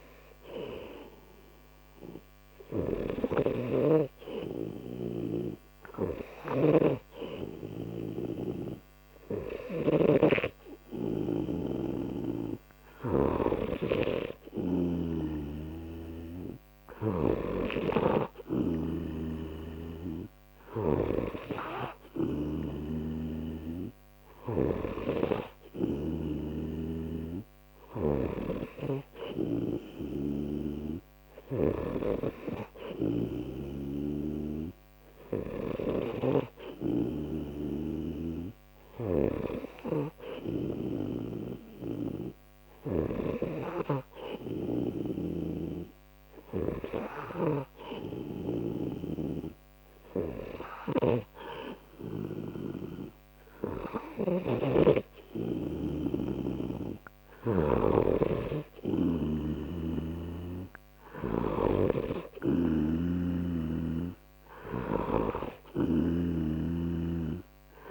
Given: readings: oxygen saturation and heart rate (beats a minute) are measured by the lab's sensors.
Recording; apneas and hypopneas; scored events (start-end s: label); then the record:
breathing in sleep by a microphone on the trachea; none
0.00-3.00 s: snoring (device-marked)
5.00-17.50 s: snoring (device-marked)
29.50-33.50 s: snoring (device-marked)
45.50-49.00 s: snoring (device-marked)
51.00-54.50 s: snoring (device-marked)
61.50-65.00 s: snoring (device-marked)
From the record:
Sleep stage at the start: N2 (light sleep); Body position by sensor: on the right side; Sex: male